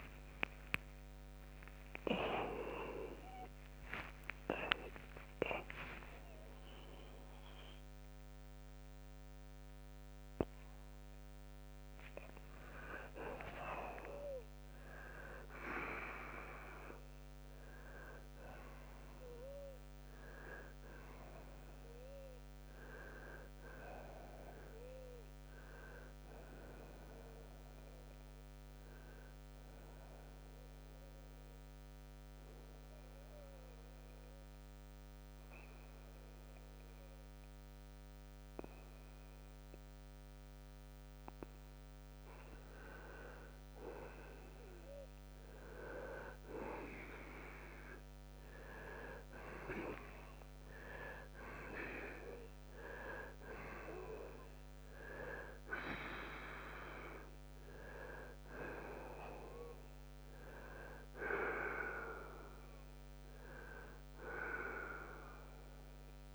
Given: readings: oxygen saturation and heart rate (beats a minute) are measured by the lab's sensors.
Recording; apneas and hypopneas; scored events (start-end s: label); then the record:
a person partly awake in a sleep study, by a microphone on the trachea; 1
4.00-66.35 s: new sleep stage, N1 (lightest sleep)
6.00-18.00 s: oxygen desaturation (device-marked, oxygen 92% before, 89% lowest)
30.00-40.00 s: oxygen desaturation (device-marked, oxygen 91% before, 85% lowest)
30.50-43.00 s: mixed apnea (oxygen 92% before, 84% lowest)
47.00-52.50 s: arousal
60.00-66.35 s: oxygen desaturation (device-marked, oxygen 94% before, 84% lowest)
From the record:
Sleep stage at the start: awake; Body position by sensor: on the right side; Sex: male